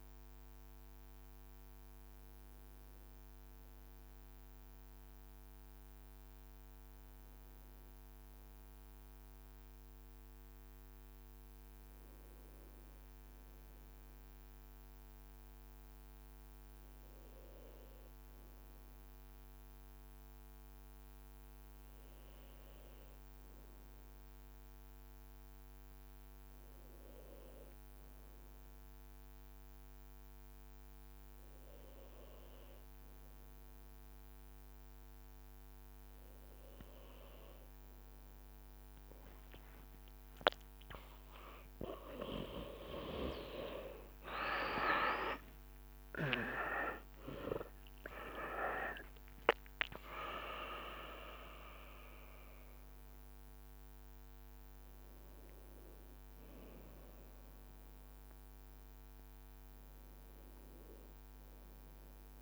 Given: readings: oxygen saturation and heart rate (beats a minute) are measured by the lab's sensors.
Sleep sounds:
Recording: breathing in sleep by a microphone on the trachea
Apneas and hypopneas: 1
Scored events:
17.00-35.50 s: hypopnea (oxygen 99% before, 93% lowest, heart rate 63 before, 64 extreme, up 12 after)
40.50-45.00 s: arousal
42.50-46.50 s: tachycardia (device-marked, heart rate 65 before, 104 extreme)
44.50-46.50 s: long interval between heartbeats (device-marked, heart rate 67 before, 92 extreme)
50.00-51.50 s: leg movement (device-marked)
From the record:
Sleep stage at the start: N1 (lightest sleep)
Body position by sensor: on the back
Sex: male

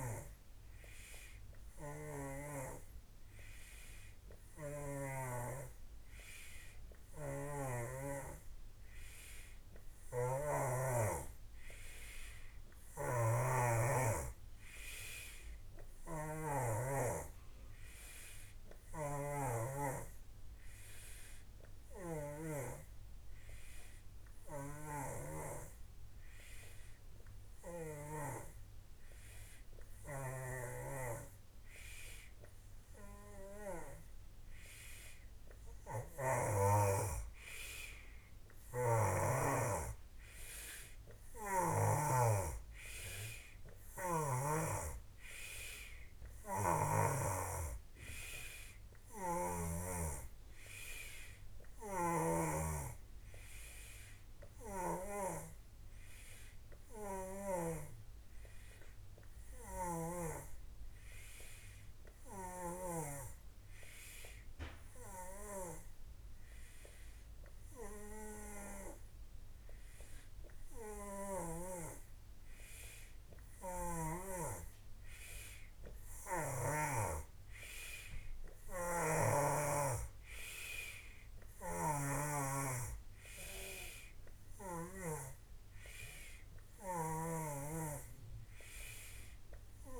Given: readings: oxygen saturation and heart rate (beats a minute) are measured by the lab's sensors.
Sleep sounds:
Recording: breathing in sleep by a room microphone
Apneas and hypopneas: none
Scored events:
0.00-2.00 s: oxygen desaturation (device-marked, oxygen 88% lowest, heart rate 43 extreme)
7.00-22.50 s: snoring (device-marked)
24.50-28.00 s: snoring (device-marked)
30.00-34.00 s: snoring (device-marked)
38.50-42.00 s: snoring (device-marked)
49.00-57.50 s: snoring (device-marked)
59.50-63.00 s: snoring (device-marked)
78.50-85.00 s: snoring (device-marked)
87.00-90.00 s: snoring (device-marked)
From the record:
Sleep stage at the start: N3 (deep sleep)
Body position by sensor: on the back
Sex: male

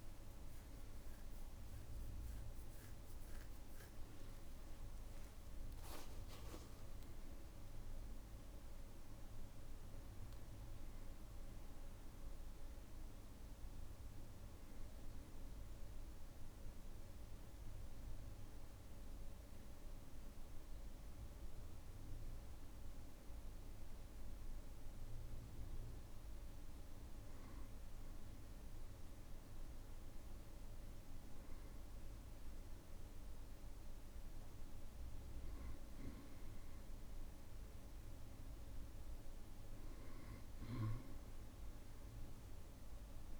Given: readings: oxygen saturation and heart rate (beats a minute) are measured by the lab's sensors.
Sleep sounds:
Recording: breathing in sleep, hard to hear, by a room microphone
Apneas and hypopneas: none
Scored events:
0.00-5.50 s: tachycardia (device-marked, heart rate 207 extreme)
0.50-2.50 s: long interval between heartbeats (device-marked, heart rate 73 before, 193 extreme)
4.00-6.00 s: long interval between heartbeats (device-marked, heart rate 94 before, 198 extreme)
From the record:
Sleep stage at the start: N2 (light sleep)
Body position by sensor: on the back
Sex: male

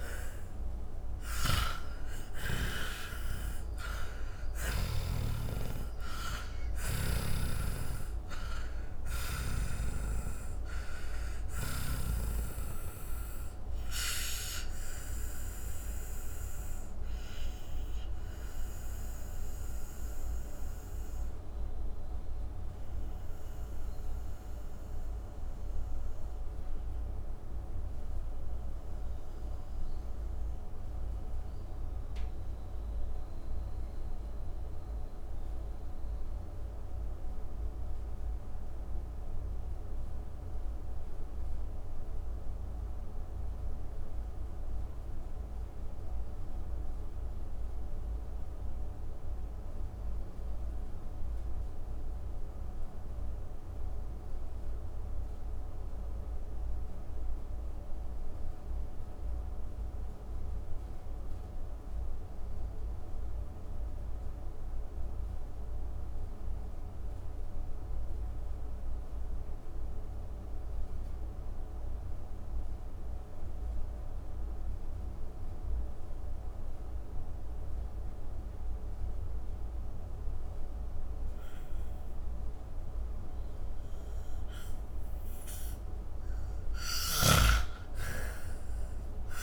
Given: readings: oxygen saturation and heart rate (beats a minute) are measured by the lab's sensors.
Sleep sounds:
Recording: breathing in sleep by a room microphone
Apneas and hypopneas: 1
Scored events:
0.00-1.00 s: arousal
0.00-4.50 s: snoring (device-marked)
0.00-43.50 s: oxygen desaturation (device-marked, oxygen 77% lowest)
15.00-84.50 s: mixed apnea (oxygen 97% before, 77% lowest)
72.50-89.43 s: oxygen desaturation (device-marked, oxygen 98% before, 77% lowest)
86.00-89.43 s: arousal
From the record:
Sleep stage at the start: N2 (light sleep)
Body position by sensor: on the back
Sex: male

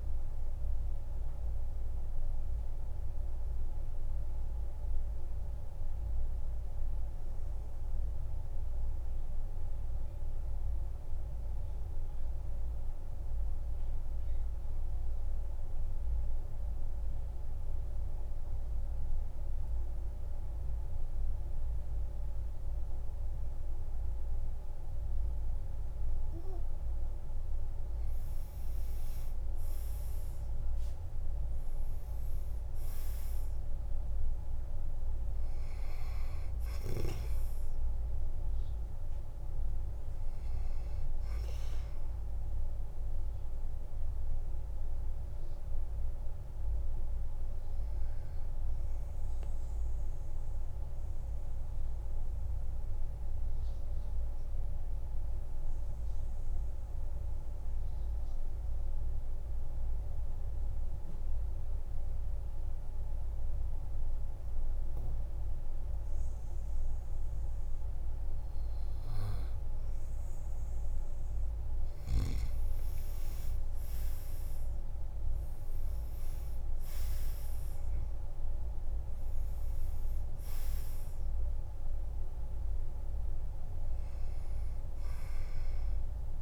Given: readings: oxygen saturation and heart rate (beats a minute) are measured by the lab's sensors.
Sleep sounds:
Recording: breathing in sleep, hard to hear, by a room microphone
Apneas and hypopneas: 2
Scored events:
0.00-17.00 s: oxygen desaturation (device-marked, oxygen 88% lowest, heart rate 44 extreme)
2.00-28.00 s: mixed apnea (oxygen 99% before, 88% lowest, heart rate 57 before, 45 extreme, up 10 after)
29.00-33.00 s: arousal
33.00-55.00 s: oxygen desaturation (device-marked, oxygen 99% before, 94% lowest, heart rate 49 before, 48 extreme)
44.50-71.50 s: obstructive apnea (oxygen 99% before, 91% lowest, heart rate 52 before, 45 extreme, up 15 after)
69.00-86.41 s: oxygen desaturation (device-marked, oxygen 99% before, 91% lowest, heart rate 49 before, 45 extreme)
74.00-77.00 s: arousal
From the record:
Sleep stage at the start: N2 (light sleep)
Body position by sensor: on the back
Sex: male

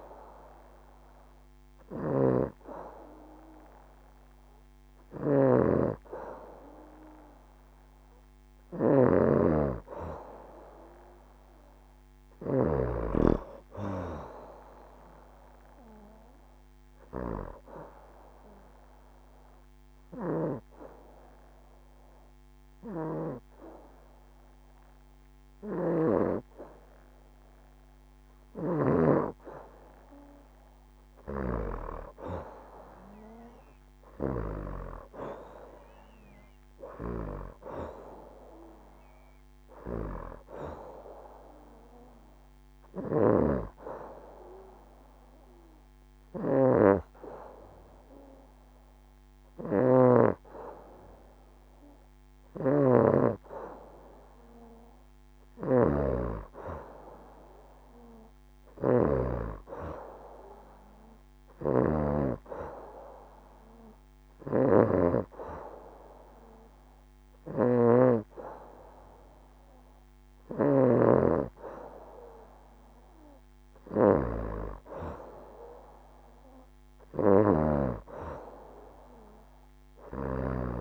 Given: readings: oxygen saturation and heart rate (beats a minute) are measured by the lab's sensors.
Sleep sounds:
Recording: breathing in sleep by a microphone on the trachea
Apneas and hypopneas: 2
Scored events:
1.50-12.50 s: snoring (device-marked)
17.00-28.00 s: obstructive apnea (oxygen 94% before, 89% lowest, heart rate 69 before, 66 extreme, up 3 after)
19.50-28.50 s: snoring (device-marked)
30.50-34.00 s: arousal
40.00-57.00 s: oxygen desaturation (device-marked, oxygen 95% before, 89% lowest, heart rate 68 before, 67 extreme)
41.00-53.00 s: hypopnea (oxygen 95% before, 89% lowest, heart rate 68 before, 67 extreme, up 3 after)
42.50-80.81 s: snoring (device-marked)
57.50-62.00 s: arousal
From the record:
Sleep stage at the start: N2 (light sleep)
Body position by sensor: on the back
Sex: female

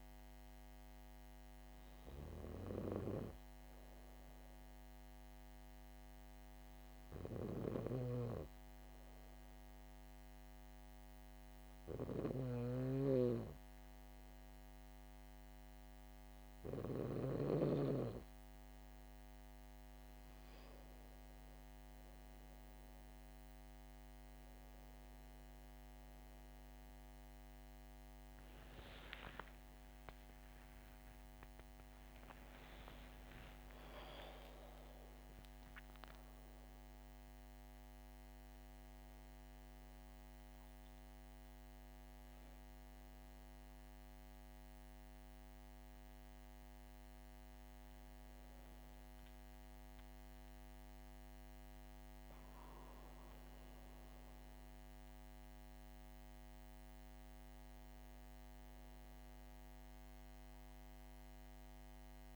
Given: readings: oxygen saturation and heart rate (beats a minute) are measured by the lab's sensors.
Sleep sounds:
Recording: a person partly awake in a sleep study, by a microphone on the trachea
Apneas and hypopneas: 1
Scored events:
2.00-18.00 s: hypopnea (oxygen 99% before, 95% lowest, heart rate 69 before, 65 extreme, up 5 after)
12.00-17.50 s: snoring (device-marked)
26.50-56.50 s: new sleep stage, awake
56.50-62.36 s: new sleep stage, N1 (lightest sleep)
From the record:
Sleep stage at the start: N2 (light sleep)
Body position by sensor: on the back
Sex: female

